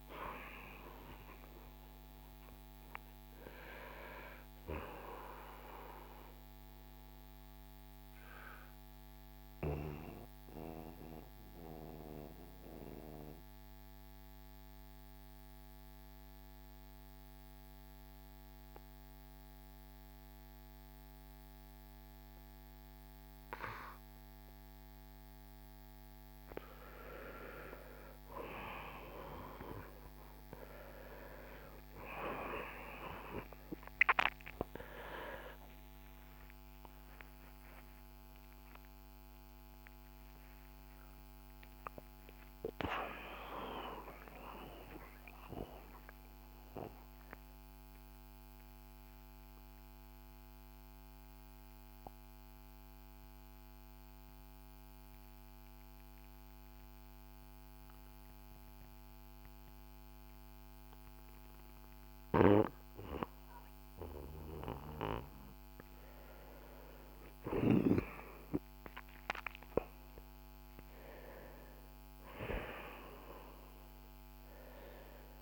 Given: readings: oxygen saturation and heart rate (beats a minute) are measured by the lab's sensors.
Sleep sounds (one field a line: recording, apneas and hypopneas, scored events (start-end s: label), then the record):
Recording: breathing in sleep by a microphone on the trachea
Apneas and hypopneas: 2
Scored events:
5.00-27.50 s: mixed apnea (oxygen 96% before, 93% lowest, heart rate 64 before, 55 extreme, up 6 after)
33.00-39.00 s: arousal
48.50-66.50 s: obstructive apnea (oxygen 97% before, 91% lowest, heart rate 73 before, 55 extreme, up 25 after)
67.50-71.00 s: arousal
72.00-75.42 s: oxygen desaturation (device-marked, oxygen 97% before, 94% lowest, heart rate 61 before, 54 extreme)
From the record:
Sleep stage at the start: N2 (light sleep)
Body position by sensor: on the right side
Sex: male